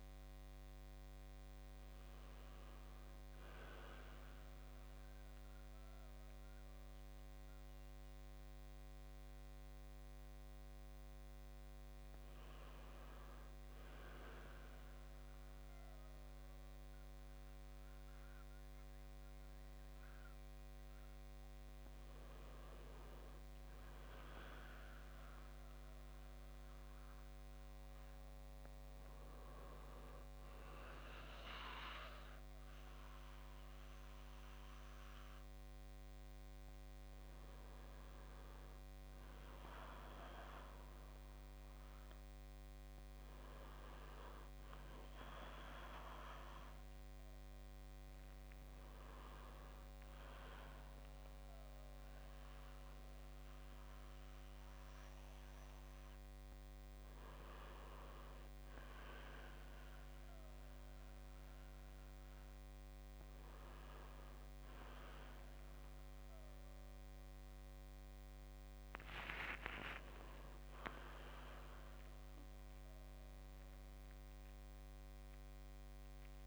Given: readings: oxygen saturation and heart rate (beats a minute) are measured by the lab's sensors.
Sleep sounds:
a person awake in a sleep study, by a microphone on the trachea; none
65.00-76.47 s: new sleep stage, N1 (lightest sleep)
From the record:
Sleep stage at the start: awake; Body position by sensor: on the back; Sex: male

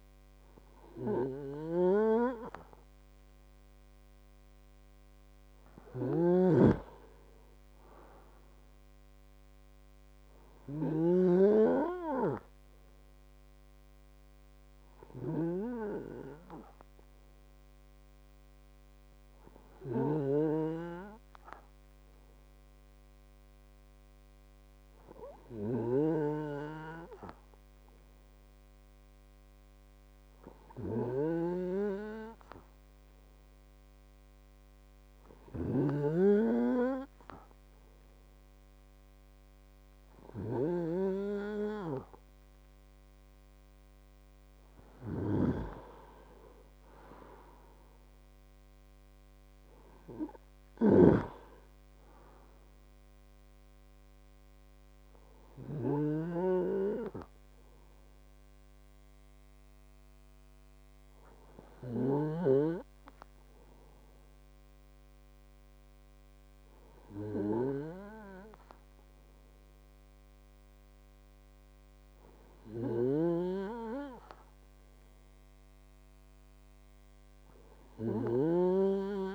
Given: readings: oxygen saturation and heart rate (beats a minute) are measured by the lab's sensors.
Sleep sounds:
breathing in sleep by a microphone on the trachea; 1
6.00-11.50 s: snoring (device-marked)
7.00-10.00 s: arousal
14.00-42.50 s: hypopnea (oxygen 97% before, 94% lowest, heart rate 56 before, 52 extreme, up 3 after)
20.50-26.50 s: snoring (device-marked)
35.50-41.00 s: snoring (device-marked)
44.50-47.50 s: arousal
51.00-62.50 s: snoring (device-marked)
73.00-79.35 s: snoring (device-marked)
From the record:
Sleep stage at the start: N2 (light sleep); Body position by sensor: on the right side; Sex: male

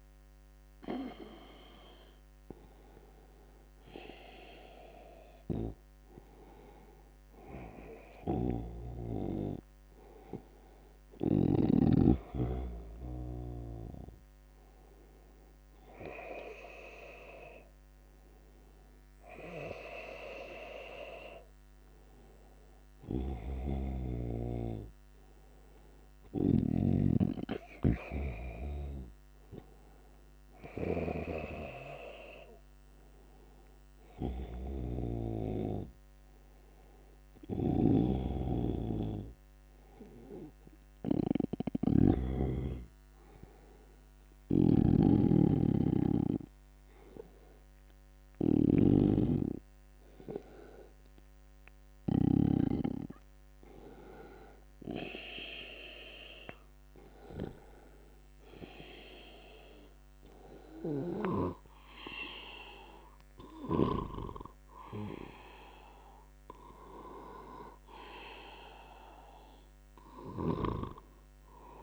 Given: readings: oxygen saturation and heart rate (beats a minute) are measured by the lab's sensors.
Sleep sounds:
breathing in sleep by a microphone on the trachea; 1
25.50-71.82 s: new sleep stage, N2 (light sleep)
26.50-31.50 s: snoring (device-marked)
30.00-34.50 s: arousal
37.50-42.50 s: snoring (device-marked)
43.50-55.50 s: hypopnea (oxygen 96% before, 93% lowest, heart rate 83 before, 71 extreme, up 18 after)
44.50-52.50 s: snoring (device-marked)
56.00-61.00 s: arousal
From the record:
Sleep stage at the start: N1 (lightest sleep); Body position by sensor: on the back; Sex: male

